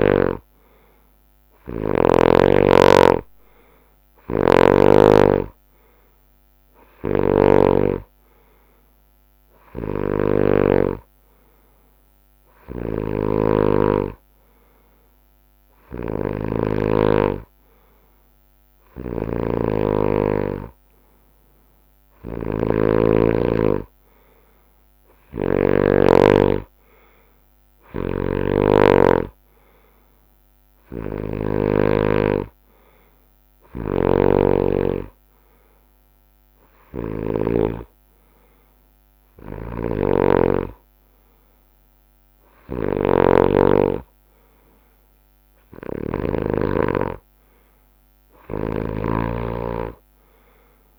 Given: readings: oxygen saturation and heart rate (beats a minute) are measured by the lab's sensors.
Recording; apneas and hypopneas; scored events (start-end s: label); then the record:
breathing in sleep by a microphone on the trachea; none
4.00-31.50 s: snoring (device-marked)
33.50-37.50 s: snoring (device-marked)
39.50-46.50 s: snoring (device-marked)
48.50-50.99 s: snoring (device-marked)
From the record:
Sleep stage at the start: N2 (light sleep); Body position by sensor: on the right side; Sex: male